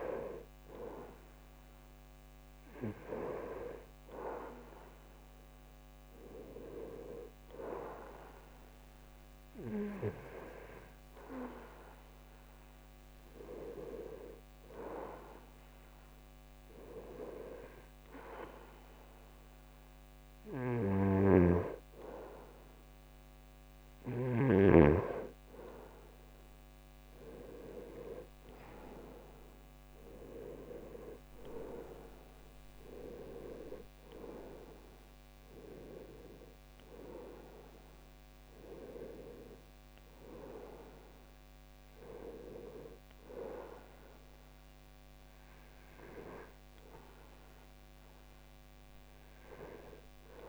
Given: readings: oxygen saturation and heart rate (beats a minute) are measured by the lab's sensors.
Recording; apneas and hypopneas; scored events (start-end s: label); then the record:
breathing in sleep by a microphone on the trachea; none
none scored
From the record:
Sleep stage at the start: N2 (light sleep); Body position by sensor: on the right side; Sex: male